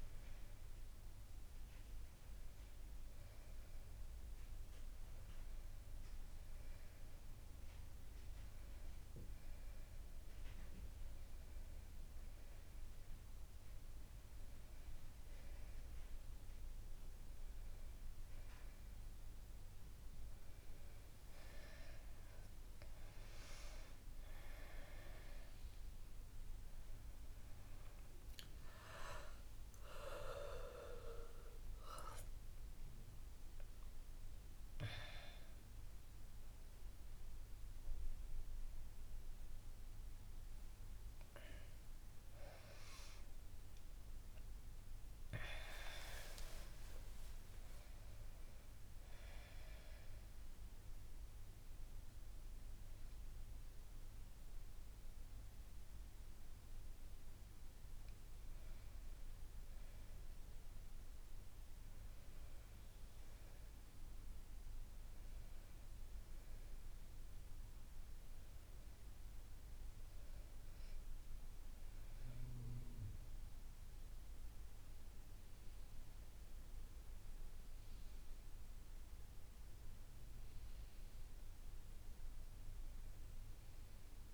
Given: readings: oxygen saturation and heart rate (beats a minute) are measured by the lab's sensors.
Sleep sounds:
breathing in sleep by a room microphone; none
29.50-33.50 s: arousal
From the record:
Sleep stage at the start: N1 (lightest sleep); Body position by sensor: on the back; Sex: female

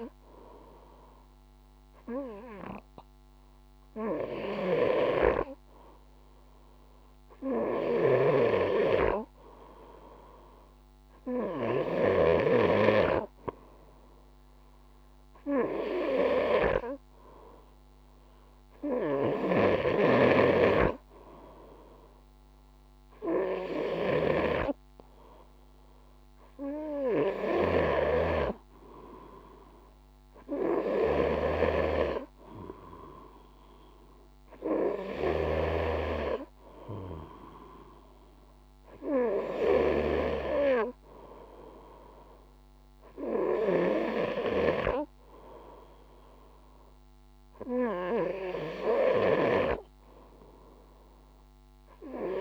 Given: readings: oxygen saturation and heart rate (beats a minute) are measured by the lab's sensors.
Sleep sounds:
breathing in sleep by a microphone on the trachea; none
7.00-11.00 s: snoring (device-marked)
18.00-39.00 s: snoring (device-marked)
From the record:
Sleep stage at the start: N2 (light sleep); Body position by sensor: on the front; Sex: male

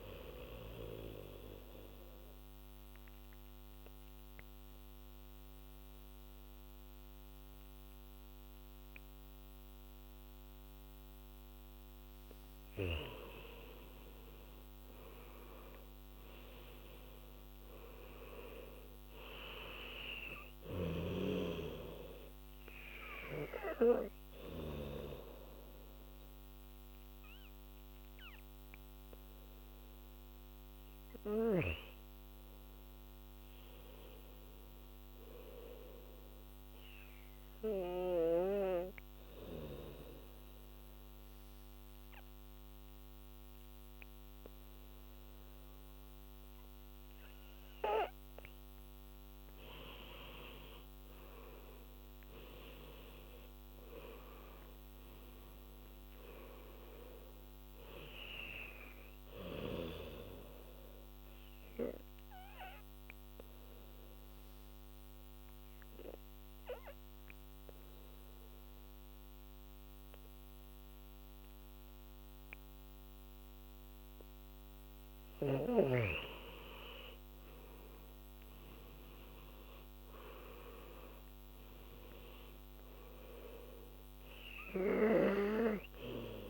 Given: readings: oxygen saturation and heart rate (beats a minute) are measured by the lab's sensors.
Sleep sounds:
breathing in sleep by a microphone on the trachea; 3
0.00-9.00 s: oxygen desaturation (device-marked, oxygen 85% lowest, heart rate 64 extreme)
0.50-12.00 s: obstructive apnea (oxygen 98% before, 86% lowest, heart rate 93 before, 64 extreme, up 17 after)
13.50-18.00 s: arousal
16.00-31.00 s: oxygen desaturation (device-marked, oxygen 100% before, 86% lowest, heart rate 80 before, 64 extreme)
36.00-47.00 s: obstructive apnea (oxygen 100% before, 86% lowest, heart rate 73 before, 64 extreme, up 16 after)
50.00-54.50 s: arousal
50.00-68.00 s: oxygen desaturation (device-marked, oxygen 97% before, 88% lowest, heart rate 72 before, 62 extreme)
61.00-73.00 s: obstructive apnea (oxygen 98% before, 86% lowest, heart rate 74 before, 61 extreme, up 12 after)
76.50-80.50 s: arousal
78.00-86.49 s: oxygen desaturation (device-marked, oxygen 99% before, 86% lowest, heart rate 74 before, 61 extreme)
From the record:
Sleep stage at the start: N2 (light sleep); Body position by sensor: on the back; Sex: female

